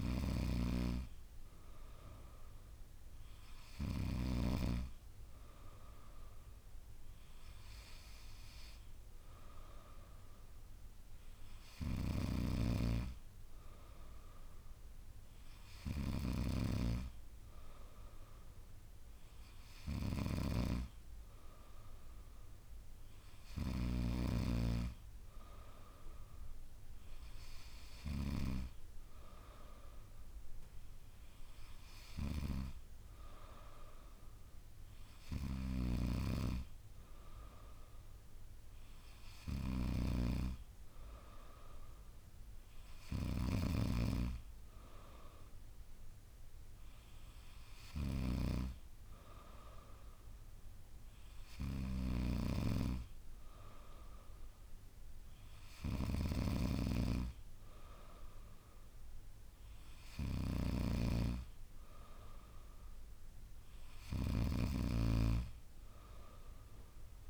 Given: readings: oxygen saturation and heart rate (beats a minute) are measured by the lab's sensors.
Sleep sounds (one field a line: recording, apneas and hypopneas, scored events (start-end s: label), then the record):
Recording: breathing in sleep by a room microphone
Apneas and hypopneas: none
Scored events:
none scored
From the record:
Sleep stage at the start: N3 (deep sleep)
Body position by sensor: on the back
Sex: female